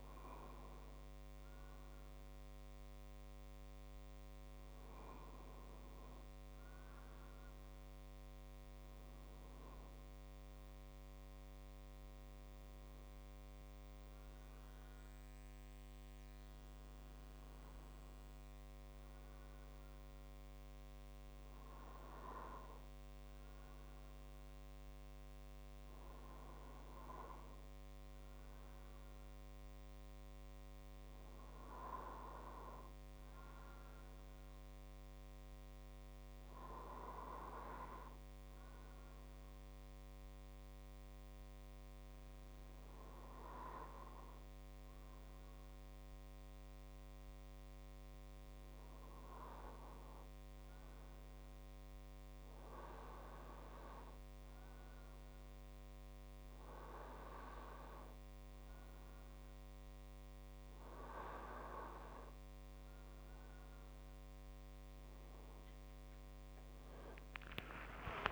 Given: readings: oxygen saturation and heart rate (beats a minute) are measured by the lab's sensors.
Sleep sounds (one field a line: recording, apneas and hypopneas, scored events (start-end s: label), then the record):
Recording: breathing in sleep by a microphone on the trachea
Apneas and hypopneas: none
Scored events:
8.50-21.50 s: drop in pulse transit time (device-marked, heart rate 50 before, 51 extreme)
9.50-13.00 s: arousal
58.50-65.50 s: drop in pulse transit time (device-marked, heart rate 52 before, 52 extreme)
From the record:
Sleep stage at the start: N2 (light sleep)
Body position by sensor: on the right side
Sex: male